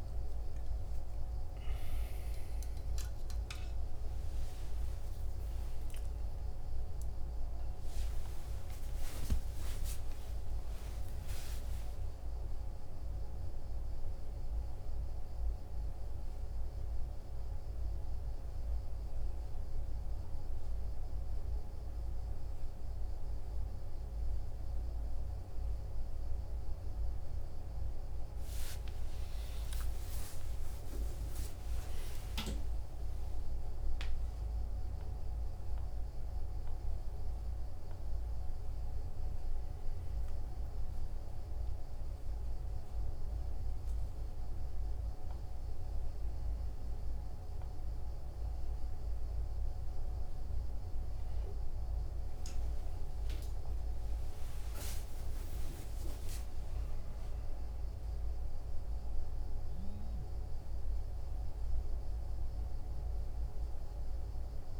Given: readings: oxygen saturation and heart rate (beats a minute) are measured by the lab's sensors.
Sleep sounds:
a person awake in a sleep study, hard to hear, by a room microphone; none
none scored
From the record:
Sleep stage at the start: awake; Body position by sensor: on the right side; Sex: male

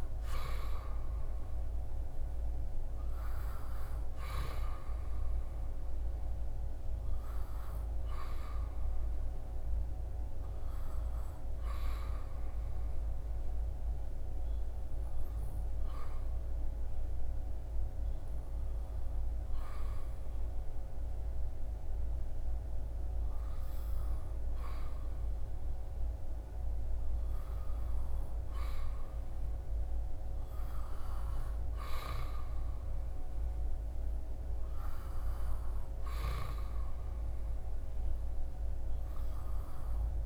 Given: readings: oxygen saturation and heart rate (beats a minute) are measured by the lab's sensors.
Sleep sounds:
breathing in sleep, hard to hear, by a room microphone; 1
0.00-2.50 s: arousal
12.00-25.00 s: hypopnea (oxygen 98% before, 88% lowest, heart rate 74 before, 70 extreme, up 5 after)
27.50-32.00 s: arousal
From the record:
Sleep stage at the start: N2 (light sleep); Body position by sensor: on the back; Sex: male

